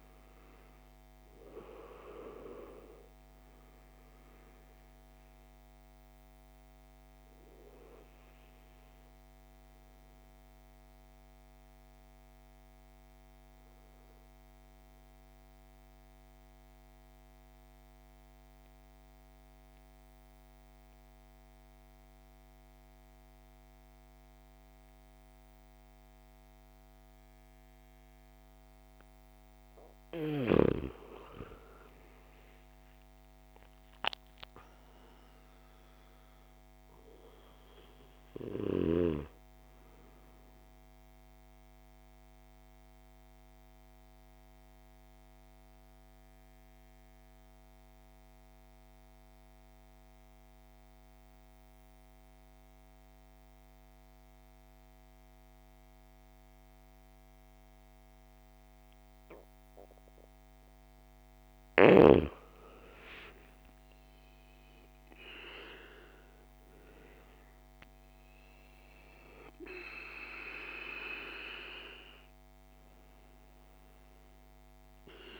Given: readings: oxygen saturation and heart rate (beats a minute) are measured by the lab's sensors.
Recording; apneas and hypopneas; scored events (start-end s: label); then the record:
breathing in sleep by a microphone on the trachea; 2
0.00-2.50 s: arousal
2.00-23.00 s: oxygen desaturation (device-marked, oxygen 97% before, 89% lowest)
14.50-29.50 s: mixed apnea (oxygen 97% before, 88% lowest)
31.50-35.00 s: arousal
33.00-58.00 s: oxygen desaturation (device-marked, oxygen 98% before, 89% lowest)
41.50-60.50 s: mixed apnea (oxygen 98% before, 88% lowest)
61.50-65.00 s: arousal
63.00-75.40 s: oxygen desaturation (device-marked, oxygen 98% before, 88% lowest)
From the record:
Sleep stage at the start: N2 (light sleep); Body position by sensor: on the back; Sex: male